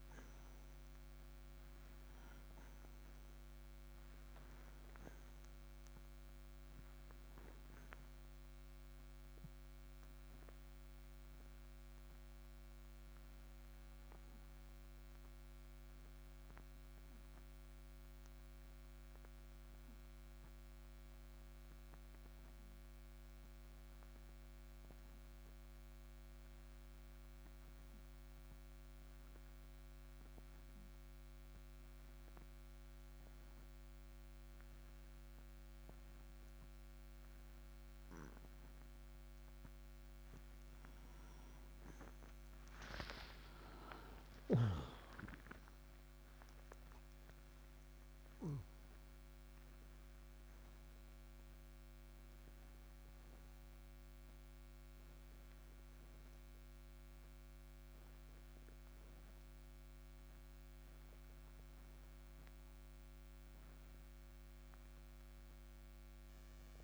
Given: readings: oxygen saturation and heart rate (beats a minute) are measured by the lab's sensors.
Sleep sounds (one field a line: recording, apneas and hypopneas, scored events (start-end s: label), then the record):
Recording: breathing in sleep, hard to hear, by a microphone on the trachea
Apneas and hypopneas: 1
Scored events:
0.00-35.00 s: oxygen desaturation (device-marked, oxygen 86% lowest)
14.00-40.00 s: obstructive apnea (oxygen 98% before, 83% lowest)
43.00-47.00 s: arousal
44.50-49.00 s: snoring (device-marked)
46.00-66.84 s: oxygen desaturation (device-marked, oxygen 98% before, 83% lowest)
From the record:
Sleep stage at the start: N2 (light sleep)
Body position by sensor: on the right side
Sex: male